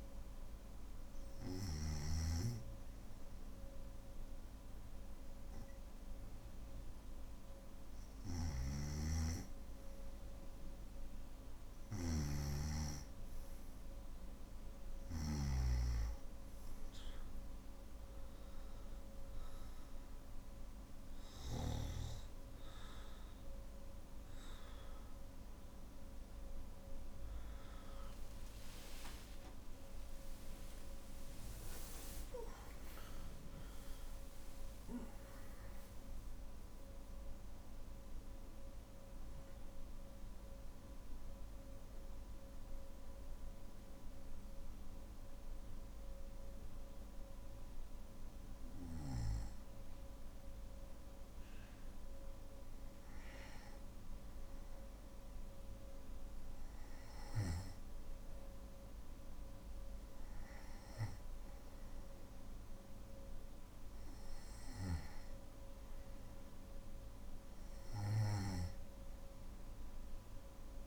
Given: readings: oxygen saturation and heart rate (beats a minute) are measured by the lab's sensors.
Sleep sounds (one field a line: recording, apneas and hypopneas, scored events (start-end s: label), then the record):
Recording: breathing in sleep by a room microphone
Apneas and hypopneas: 1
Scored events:
8.00-15.00 s: snoring (device-marked)
31.50-33.50 s: long interval between heartbeats (device-marked, heart rate 59 before, 72 extreme)
40.00-54.50 s: hypopnea (oxygen 95% before, 93% lowest, heart rate 66 before, 53 extreme, up 4 after)
43.50-70.87 s: new sleep stage, N1 (lightest sleep)
From the record:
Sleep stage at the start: N2 (light sleep)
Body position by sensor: on the back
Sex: male